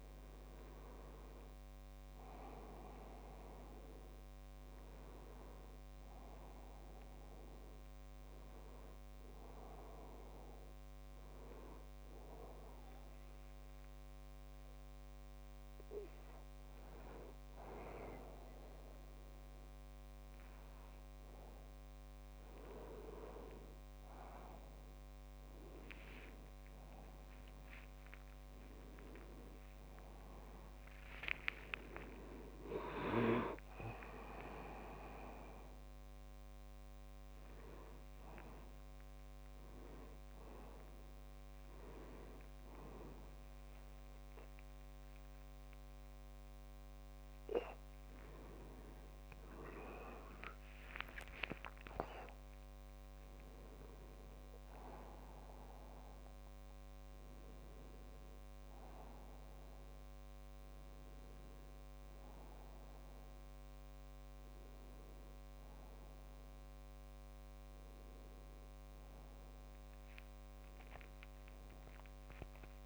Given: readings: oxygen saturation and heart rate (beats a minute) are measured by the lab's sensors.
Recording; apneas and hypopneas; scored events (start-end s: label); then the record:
a person partly awake in a sleep study, by a microphone on the trachea; 1
10.00-23.00 s: hypopnea (oxygen 96% before, 93% lowest, heart rate 71 before, 66 extreme, up 5 after)
28.50-58.50 s: new sleep stage, awake
36.50-46.50 s: oxygen desaturation (device-marked, oxygen 97% before, 93% lowest, heart rate 72 before, 69 extreme)
58.50-72.86 s: new sleep stage, N1 (lightest sleep)
From the record:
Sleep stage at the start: N2 (light sleep); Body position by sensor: on the back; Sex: male